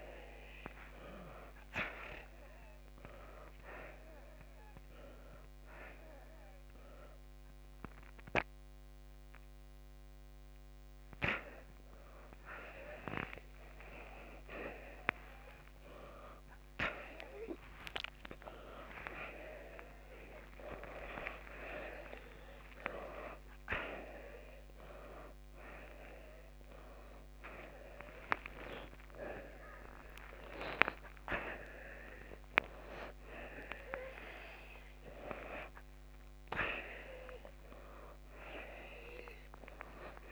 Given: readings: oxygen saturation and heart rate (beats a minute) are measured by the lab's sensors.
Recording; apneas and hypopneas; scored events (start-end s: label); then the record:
a person awake in a sleep study, by a microphone on the trachea; none
3.50-21.50 s: oxygen desaturation (device-marked, oxygen 93% before, 88% lowest, heart rate 121 before, 88 extreme)
From the record:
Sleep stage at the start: awake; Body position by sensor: upright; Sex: male